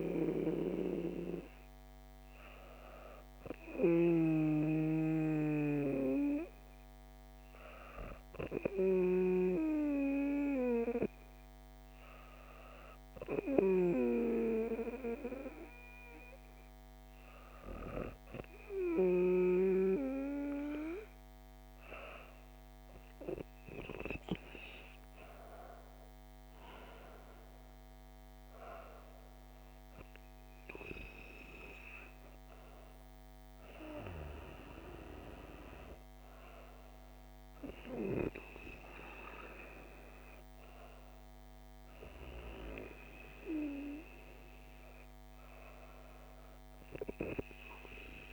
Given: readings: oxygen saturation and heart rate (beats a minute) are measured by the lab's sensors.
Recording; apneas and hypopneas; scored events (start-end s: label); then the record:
breathing in sleep by a microphone on the trachea; 1
2.00-20.00 s: hypopnea (oxygen 97% before, 96% lowest)
22.00-26.50 s: arousal
From the record:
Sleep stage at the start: N2 (light sleep); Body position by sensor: on the back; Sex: female